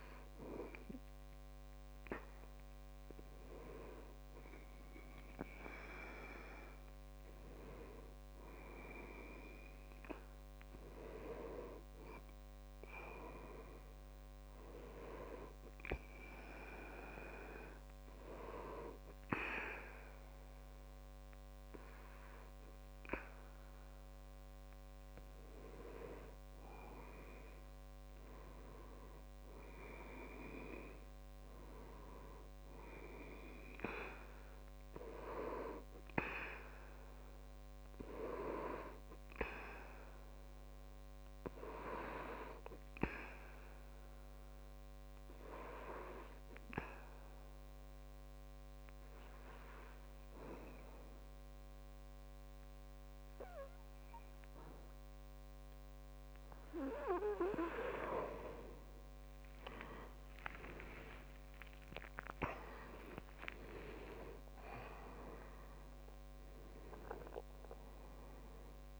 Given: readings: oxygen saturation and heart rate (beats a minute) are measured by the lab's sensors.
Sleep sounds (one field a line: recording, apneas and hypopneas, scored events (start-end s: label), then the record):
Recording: breathing in sleep by a microphone on the trachea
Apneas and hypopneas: 2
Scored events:
0.00-7.00 s: oxygen desaturation (device-marked, oxygen 93% lowest, heart rate 62 extreme)
7.50-10.50 s: arousal
16.00-26.50 s: hypopnea (oxygen 98% before, 91% lowest, heart rate 67 before, 62 extreme, up 7 after)
28.50-32.00 s: arousal
40.50-57.50 s: obstructive apnea (oxygen 98% before, 91% lowest, heart rate 65 before, 64 extreme, up 11 after)
61.00-66.00 s: arousal
64.00-69.00 s: oxygen desaturation (device-marked, oxygen 97% before, 91% lowest, heart rate 66 before, 63 extreme)
From the record:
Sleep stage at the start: N2 (light sleep)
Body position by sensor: on the back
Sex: male